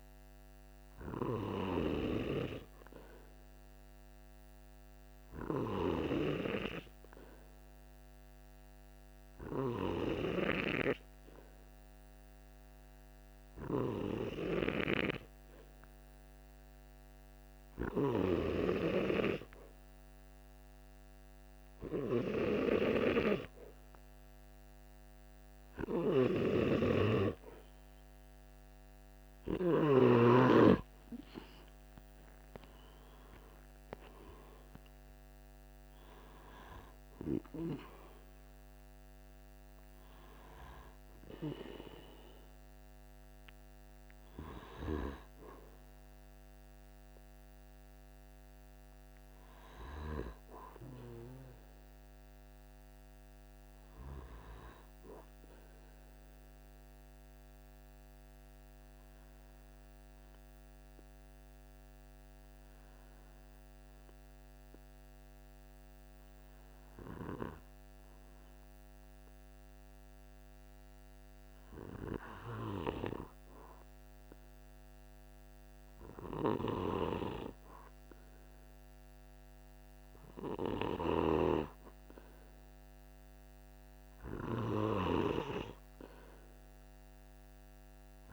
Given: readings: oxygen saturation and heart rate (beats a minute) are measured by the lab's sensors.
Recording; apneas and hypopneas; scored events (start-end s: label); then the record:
breathing in sleep by a microphone on the trachea; 2
11.50-27.00 s: obstructive apnea (oxygen 97% before, 94% lowest, heart rate 47 before, 46 extreme, up 4 after)
29.50-34.00 s: arousal
57.50-69.50 s: obstructive apnea (oxygen 95% before, 92% lowest, heart rate 47 before, 46 extreme, up 3 after)
73.50-77.00 s: arousal
From the record:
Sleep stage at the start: N2 (light sleep); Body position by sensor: on the back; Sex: male